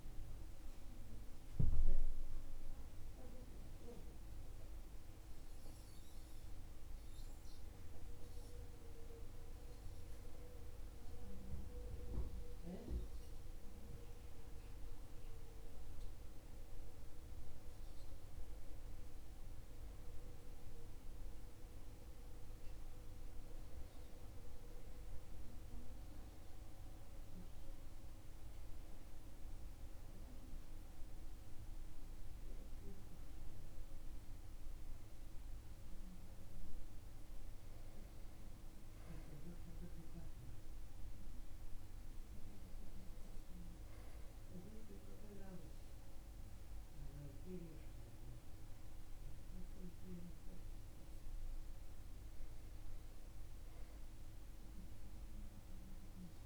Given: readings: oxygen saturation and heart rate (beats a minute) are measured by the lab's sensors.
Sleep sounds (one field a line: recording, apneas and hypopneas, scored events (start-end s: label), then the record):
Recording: breathing in sleep by a room microphone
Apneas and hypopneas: none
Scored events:
none scored
From the record:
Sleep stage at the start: REM sleep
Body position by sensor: on the back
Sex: male